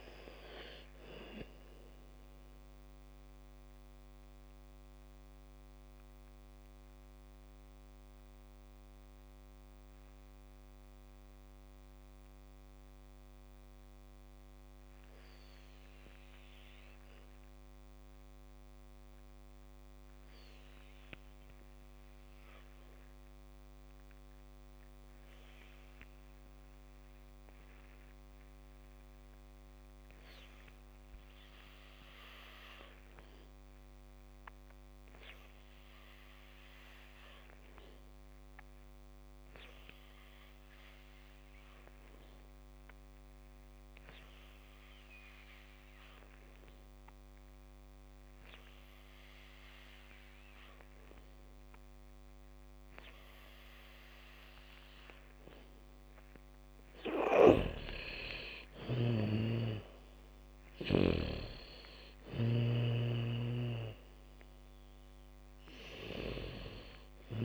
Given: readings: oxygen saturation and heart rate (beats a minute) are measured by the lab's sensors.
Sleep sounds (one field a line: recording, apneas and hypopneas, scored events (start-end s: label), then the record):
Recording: breathing in sleep by a microphone on the trachea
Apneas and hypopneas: 1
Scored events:
0.00-20.50 s: oxygen desaturation (device-marked, oxygen 79% lowest, heart rate 52 extreme)
3.50-54.50 s: mixed apnea (oxygen 98% before, 79% lowest, heart rate 66 before, 59 extreme, up 10 after)
37.50-67.45 s: oxygen desaturation (device-marked, oxygen 96% before, 80% lowest, heart rate 71 before, 55 extreme)
57.50-61.50 s: snoring (device-marked)
58.50-62.00 s: arousal
63.50-67.45 s: snoring (device-marked)
From the record:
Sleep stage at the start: N2 (light sleep)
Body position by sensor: on the back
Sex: female